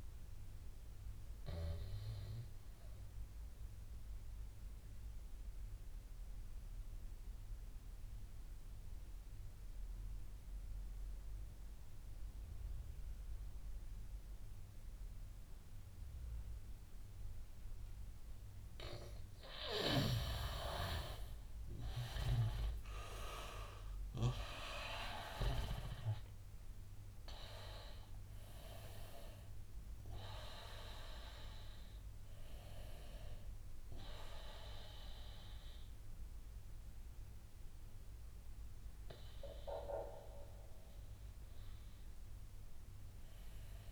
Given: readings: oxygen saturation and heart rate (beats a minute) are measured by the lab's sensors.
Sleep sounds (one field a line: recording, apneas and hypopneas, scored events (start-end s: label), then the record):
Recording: breathing in sleep by a room microphone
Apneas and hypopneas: 1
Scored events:
0.00-12.50 s: oxygen desaturation (device-marked, oxygen 90% lowest, heart rate 81 extreme)
1.00-20.00 s: obstructive apnea (oxygen 99% before, 87% lowest, heart rate 87 before, 81 extreme, up 10 after)
21.50-26.00 s: arousal
23.50-43.92 s: oxygen desaturation (device-marked, oxygen 98% before, 87% lowest, heart rate 84 before, 79 extreme)
From the record:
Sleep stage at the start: N2 (light sleep)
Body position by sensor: on the right side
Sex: male